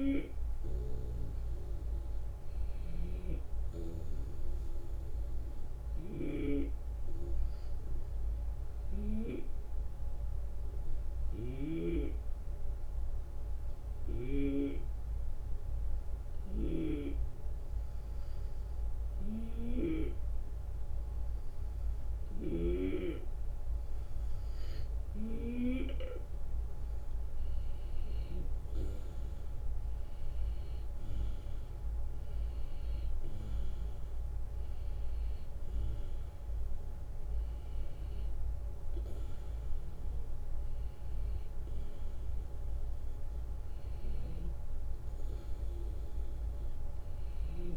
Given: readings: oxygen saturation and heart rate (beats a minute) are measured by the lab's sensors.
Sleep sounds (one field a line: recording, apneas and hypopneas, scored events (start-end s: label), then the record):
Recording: breathing in sleep by a room microphone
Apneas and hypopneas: 1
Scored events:
5.00-24.50 s: hypopnea (oxygen 95% before, 91% lowest, heart rate 79 before, 72 extreme, up 7 after)
11.00-14.50 s: snoring (device-marked)
24.00-36.00 s: oxygen desaturation (device-marked, oxygen 95% before, 91% lowest, heart rate 75 before, 75 extreme)
27.50-32.50 s: arousal
From the record:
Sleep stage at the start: N2 (light sleep)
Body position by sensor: on the back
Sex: male